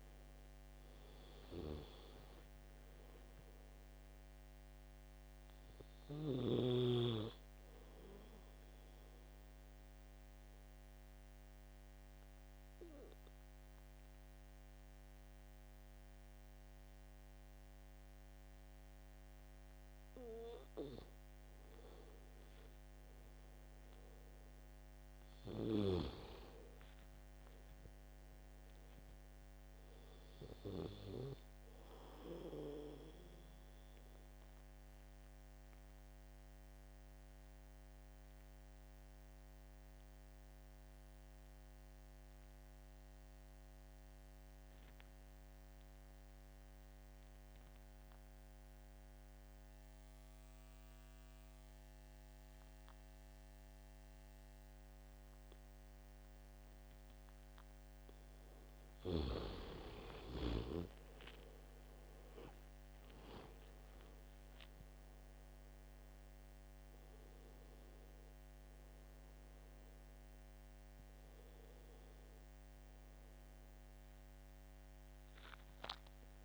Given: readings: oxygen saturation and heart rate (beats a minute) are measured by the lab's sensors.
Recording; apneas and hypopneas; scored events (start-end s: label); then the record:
breathing in sleep by a microphone on the trachea; 2
0.00-1.00 s: arousal
0.00-21.50 s: oxygen desaturation (device-marked, oxygen 84% lowest, heart rate 71 extreme)
9.00-21.50 s: obstructive apnea (oxygen 97% before, 81% lowest, heart rate 85 before, 71 extreme, up 26 after)
24.50-29.50 s: arousal
33.50-58.00 s: obstructive apnea (oxygen 98% before, 81% lowest, heart rate 82 before, 66 extreme, up 19 after)
34.50-50.50 s: oxygen desaturation (device-marked, oxygen 97% before, 91% lowest, heart rate 82 before, 66 extreme)
60.50-64.00 s: arousal
61.50-76.45 s: oxygen desaturation (device-marked, oxygen 97% before, 81% lowest, heart rate 72 before, 50 extreme)
From the record:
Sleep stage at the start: N2 (light sleep); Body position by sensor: on the back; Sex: male